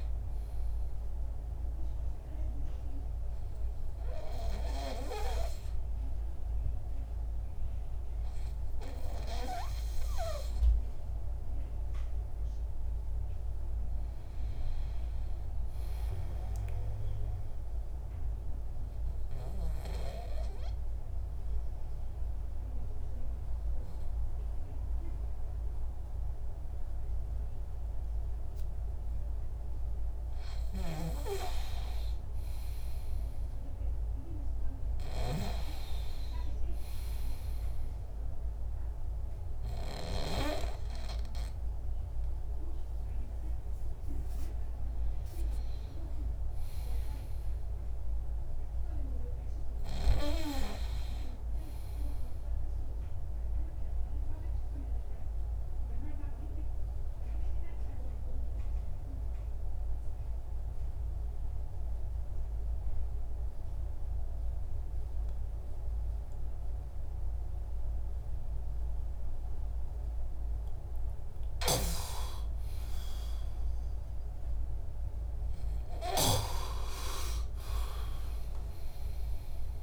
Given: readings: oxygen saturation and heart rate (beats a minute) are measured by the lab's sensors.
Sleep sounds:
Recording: breathing in sleep by a room microphone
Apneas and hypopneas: 2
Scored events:
19.50-31.00 s: hypopnea (oxygen 99% before, 95% lowest, heart rate 65 before, 62 extreme, up 12 after)
32.50-35.50 s: arousal
53.50-71.00 s: obstructive apnea (oxygen 98% before, 94% lowest, heart rate 71 before, 60 extreme, up 8 after)
74.00-79.50 s: arousal
From the record:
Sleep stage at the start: N2 (light sleep)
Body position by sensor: on the back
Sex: male

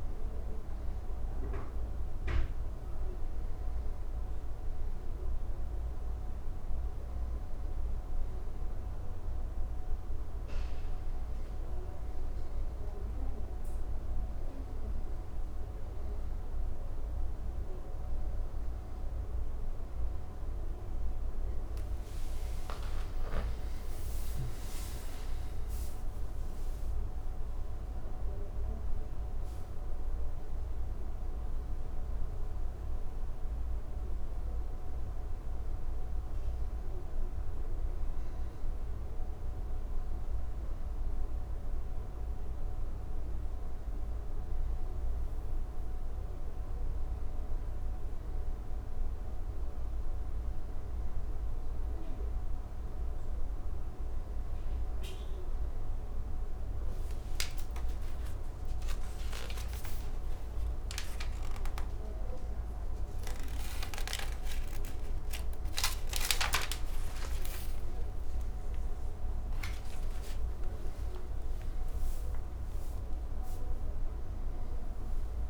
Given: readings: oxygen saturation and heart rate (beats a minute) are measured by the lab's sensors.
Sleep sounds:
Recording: breathing in sleep, hard to hear, by a room microphone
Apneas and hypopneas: none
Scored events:
10.00-75.50 s: new sleep stage, N2 (light sleep)
29.00-48.00 s: oxygen desaturation (device-marked, oxygen 97% before, 94% lowest, heart rate 69 before, 66 extreme)
59.50-65.50 s: arousal
From the record:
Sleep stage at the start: N1 (lightest sleep)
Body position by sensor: on the back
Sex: male

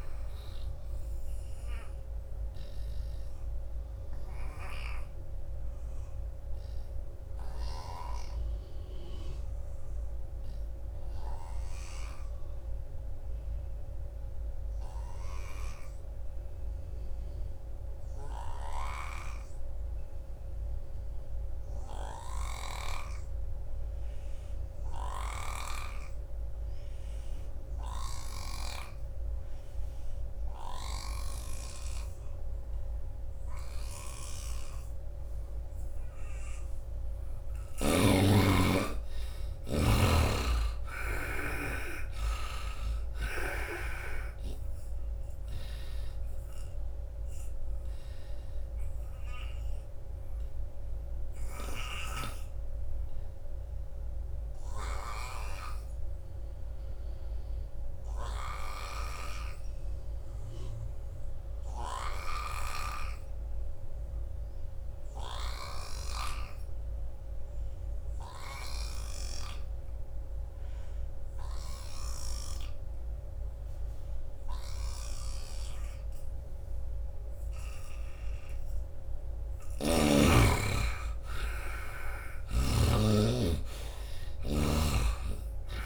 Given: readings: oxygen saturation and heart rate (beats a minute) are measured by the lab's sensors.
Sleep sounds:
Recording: breathing in sleep by a room microphone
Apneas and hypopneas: 2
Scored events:
0.00-20.50 s: oxygen desaturation (device-marked, oxygen 76% lowest, heart rate 64 extreme)
1.00-36.00 s: obstructive apnea (oxygen 95% before, 74% lowest, heart rate 77 before, 66 extreme, up 17 after)
18.50-38.00 s: snoring (device-marked)
31.50-60.50 s: oxygen desaturation (device-marked, oxygen 97% before, 74% lowest, heart rate 76 before, 65 extreme)
37.50-41.50 s: arousal
47.50-77.00 s: obstructive apnea (oxygen 97% before, 74% lowest, heart rate 75 before, 65 extreme, up 8 after)
62.00-80.00 s: snoring (device-marked)
73.50-85.86 s: oxygen desaturation (device-marked, oxygen 96% before, 76% lowest, heart rate 78 before, 63 extreme)
79.00-82.50 s: arousal
From the record:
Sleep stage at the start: N2 (light sleep)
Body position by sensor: on the right side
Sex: male

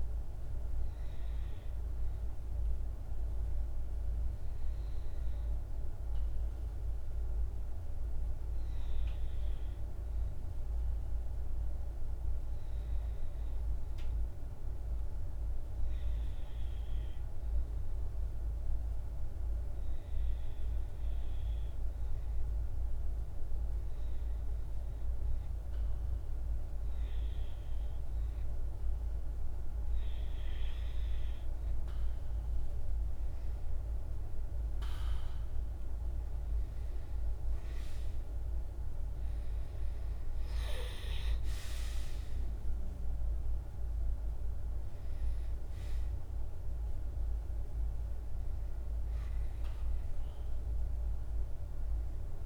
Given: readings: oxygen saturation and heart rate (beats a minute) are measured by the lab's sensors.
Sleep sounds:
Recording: breathing in sleep, hard to hear, by a room microphone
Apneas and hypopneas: 1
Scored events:
2.50-28.00 s: obstructive apnea (oxygen 98% before, 93% lowest, heart rate 51 before, 50 extreme, up 2 after)
33.50-38.00 s: arousal
38.00-52.46 s: oxygen desaturation (device-marked, oxygen 96% before, 93% lowest, heart rate 51 before, 52 extreme)
From the record:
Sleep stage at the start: REM sleep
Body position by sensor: on the back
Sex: male

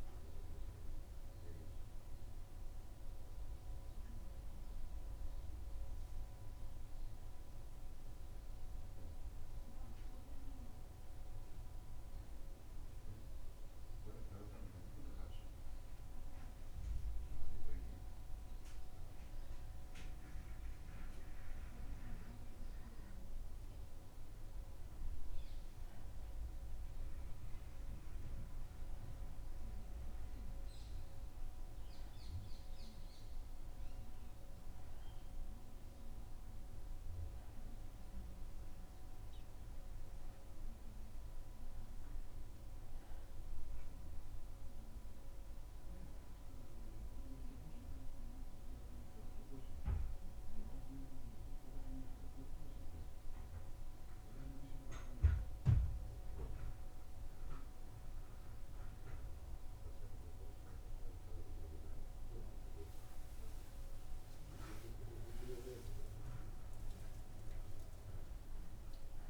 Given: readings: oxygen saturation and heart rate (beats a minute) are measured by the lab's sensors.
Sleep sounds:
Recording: breathing in sleep by a room microphone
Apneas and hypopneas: none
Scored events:
none scored
From the record:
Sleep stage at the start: N1 (lightest sleep)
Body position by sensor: on the back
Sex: male

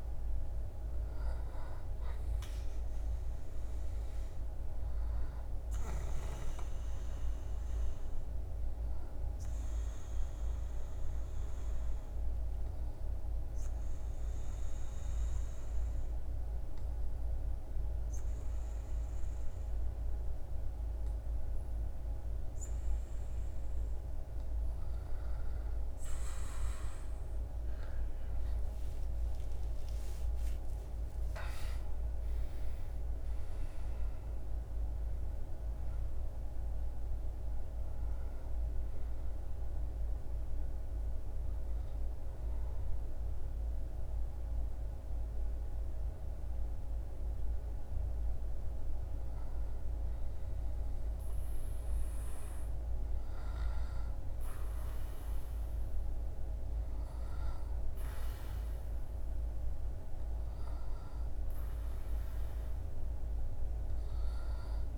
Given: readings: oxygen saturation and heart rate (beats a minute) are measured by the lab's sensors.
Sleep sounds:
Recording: breathing in sleep, hard to hear, by a room microphone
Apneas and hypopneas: 2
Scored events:
0.00-1.00 s: arousal
8.50-23.50 s: obstructive apnea (oxygen 98% before, 93% lowest, heart rate 78 before, 73 extreme, up 7 after)
27.00-53.00 s: oxygen desaturation (device-marked, oxygen 97% before, 93% lowest, heart rate 76 before, 73 extreme)
27.50-32.50 s: arousal
39.00-49.00 s: obstructive apnea (oxygen 97% before, 93% lowest, heart rate 79 before, 73 extreme, up 6 after)
57.00-61.00 s: arousal
From the record:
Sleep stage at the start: N2 (light sleep)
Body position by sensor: on the back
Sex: male

